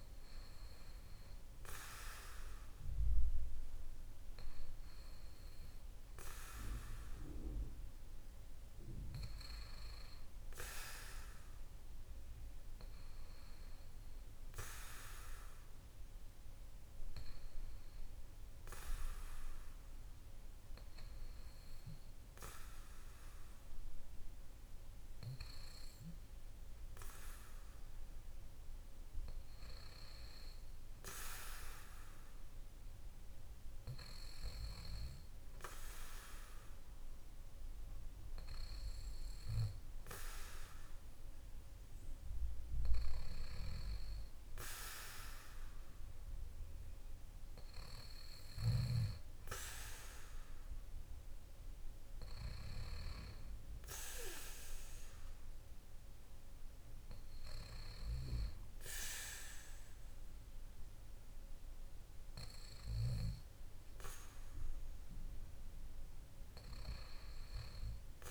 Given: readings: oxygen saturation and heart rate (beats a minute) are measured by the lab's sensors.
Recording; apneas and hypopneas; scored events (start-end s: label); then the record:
breathing in sleep by a room microphone; none
none scored
From the record:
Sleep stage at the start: N2 (light sleep); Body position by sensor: on the back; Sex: male